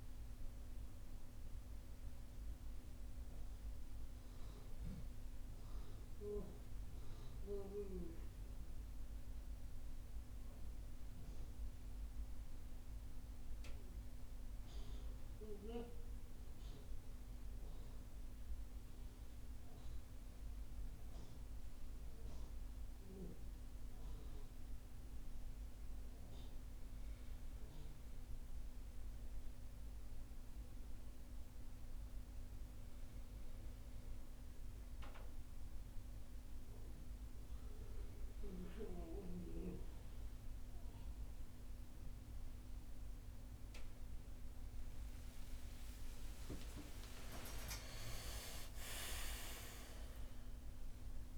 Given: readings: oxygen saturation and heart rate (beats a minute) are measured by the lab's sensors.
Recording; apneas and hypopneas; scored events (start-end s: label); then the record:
breathing in sleep by a room microphone; none
44.50-49.50 s: arousal
From the record:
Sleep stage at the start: N1 (lightest sleep); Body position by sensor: on the back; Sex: male